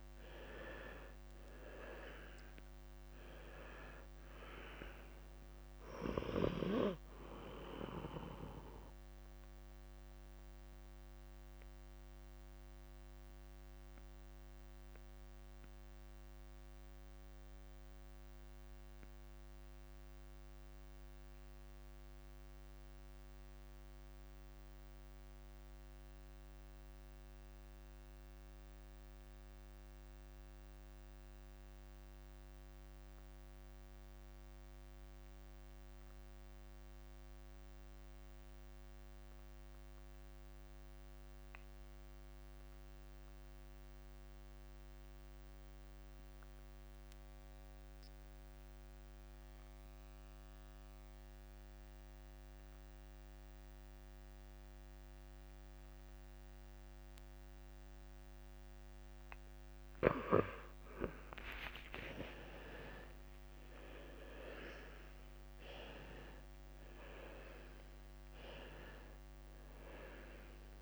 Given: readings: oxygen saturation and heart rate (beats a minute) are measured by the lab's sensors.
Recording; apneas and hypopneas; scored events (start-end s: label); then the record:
breathing in sleep by a microphone on the trachea; 1
0.00-1.50 s: arousal
0.00-2.00 s: long interval between heartbeats (device-marked, heart rate 54 before, 47 extreme)
0.00-32.00 s: oxygen desaturation (device-marked, oxygen 87% lowest, heart rate 29 extreme)
10.50-60.00 s: mixed apnea (oxygen 98% before, 81% lowest)
18.00-20.00 s: long interval between heartbeats (device-marked, heart rate 49 before, 51 extreme)
23.00-25.00 s: long interval between heartbeats (device-marked, heart rate 49 before, 29 extreme)
36.50-38.50 s: long interval between heartbeats (device-marked, heart rate 44 before, 52 extreme)
43.00-70.82 s: oxygen desaturation (device-marked, oxygen 97% before, 81% lowest)
52.50-54.50 s: long interval between heartbeats (device-marked, heart rate 50 before, 55 extreme)
57.50-59.50 s: long interval between heartbeats (device-marked, heart rate 50 before, 56 extreme)
61.50-63.50 s: long interval between heartbeats (device-marked, heart rate 51 before, 59 extreme)
61.50-65.50 s: arousal
63.50-65.50 s: long interval between heartbeats (device-marked, heart rate 53 before, 71 extreme)
66.00-68.00 s: long interval between heartbeats (device-marked, heart rate 57 before, 76 extreme)
From the record:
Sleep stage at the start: N2 (light sleep); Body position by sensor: on the left side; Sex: male